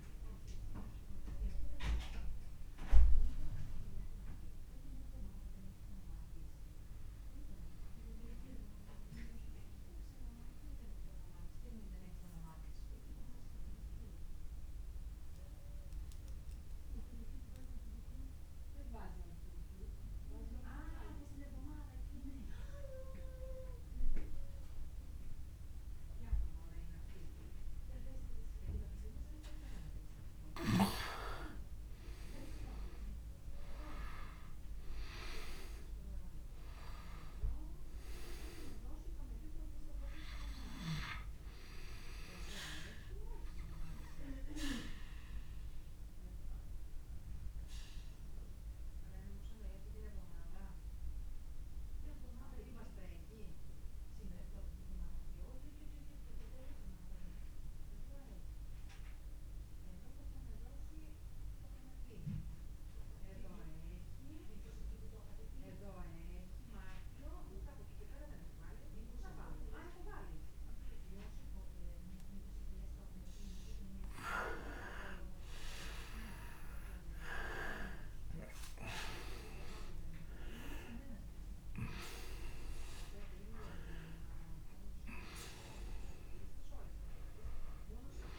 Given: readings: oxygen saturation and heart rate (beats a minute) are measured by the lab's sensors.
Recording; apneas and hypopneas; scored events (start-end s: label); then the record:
breathing in sleep by a room microphone; 2
0.00-17.00 s: oxygen desaturation (device-marked, oxygen 90% lowest)
8.00-27.50 s: obstructive apnea (oxygen 97% before, 90% lowest)
31.50-36.50 s: arousal
42.00-66.00 s: oxygen desaturation (device-marked, oxygen 98% before, 94% lowest)
43.00-71.00 s: obstructive apnea (oxygen 99% before, 93% lowest)
75.00-79.50 s: arousal
79.00-88.39 s: oxygen desaturation (device-marked, oxygen 99% before, 93% lowest)
From the record:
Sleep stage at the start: N2 (light sleep); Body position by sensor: on the back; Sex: male